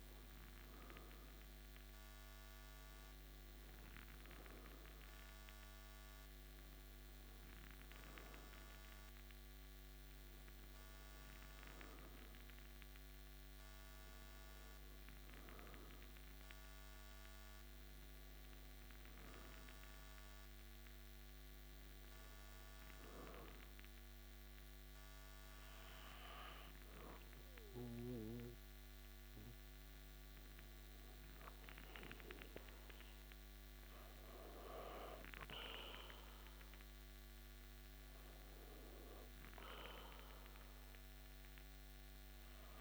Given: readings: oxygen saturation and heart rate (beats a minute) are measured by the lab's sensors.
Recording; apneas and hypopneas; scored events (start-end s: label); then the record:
breathing in sleep by a microphone on the trachea; none
none scored
From the record:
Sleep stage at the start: N2 (light sleep); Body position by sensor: on the back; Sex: male